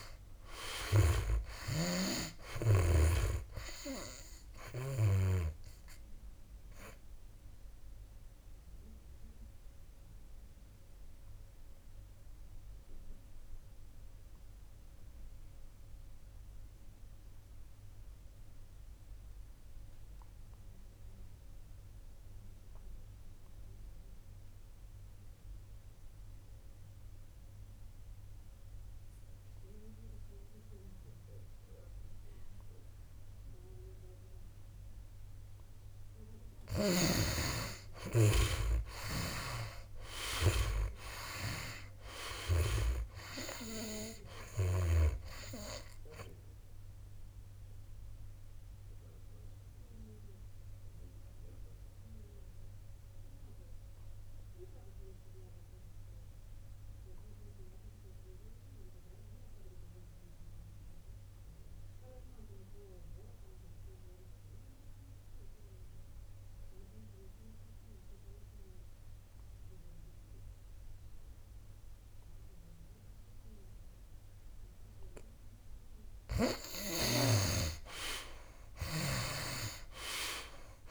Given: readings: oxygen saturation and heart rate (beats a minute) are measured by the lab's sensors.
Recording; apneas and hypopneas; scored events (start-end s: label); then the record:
breathing in sleep by a room microphone; 2
0.00-5.50 s: snoring (device-marked)
0.00-29.50 s: oxygen desaturation (device-marked, oxygen 78% lowest, heart rate 66 extreme)
6.00-35.50 s: obstructive apnea (oxygen 98% before, 78% lowest, heart rate 70 before, 65 extreme, up 8 after)
38.00-41.50 s: arousal
42.50-72.50 s: oxygen desaturation (device-marked, oxygen 96% before, 79% lowest, heart rate 69 before, 64 extreme)
46.50-75.50 s: obstructive apnea (oxygen 98% before, 79% lowest, heart rate 70 before, 64 extreme, up 5 after)
77.00-80.91 s: snoring (device-marked)
78.00-80.91 s: arousal
From the record:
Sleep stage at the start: N2 (light sleep); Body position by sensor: on the back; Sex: male